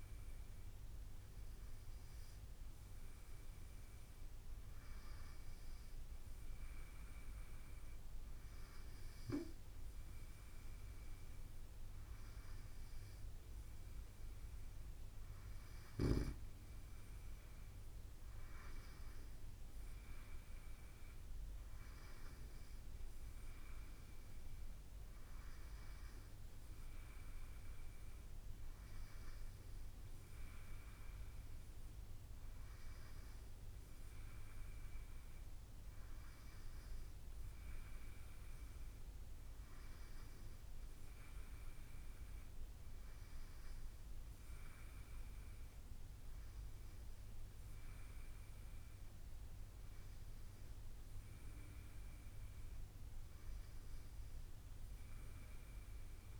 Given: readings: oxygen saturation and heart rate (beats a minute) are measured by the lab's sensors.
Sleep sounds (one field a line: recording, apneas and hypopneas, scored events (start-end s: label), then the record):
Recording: breathing in sleep, hard to hear, by a room microphone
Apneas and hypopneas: none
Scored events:
none scored
From the record:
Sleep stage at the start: N3 (deep sleep)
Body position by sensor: on the right side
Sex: male